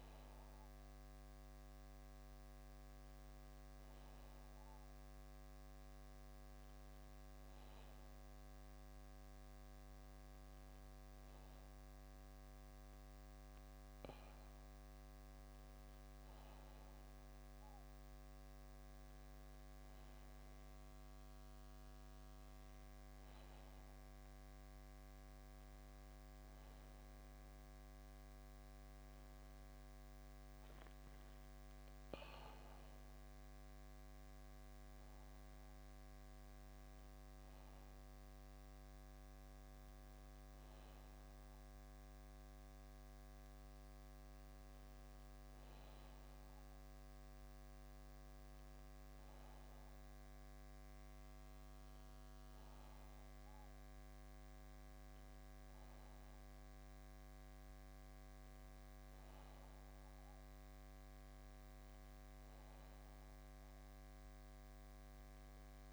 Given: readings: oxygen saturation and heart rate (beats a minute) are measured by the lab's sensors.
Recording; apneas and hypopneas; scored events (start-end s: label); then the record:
breathing in sleep, hard to hear, by a microphone on the trachea; none
none scored
From the record:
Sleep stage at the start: N2 (light sleep); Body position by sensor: on the back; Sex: male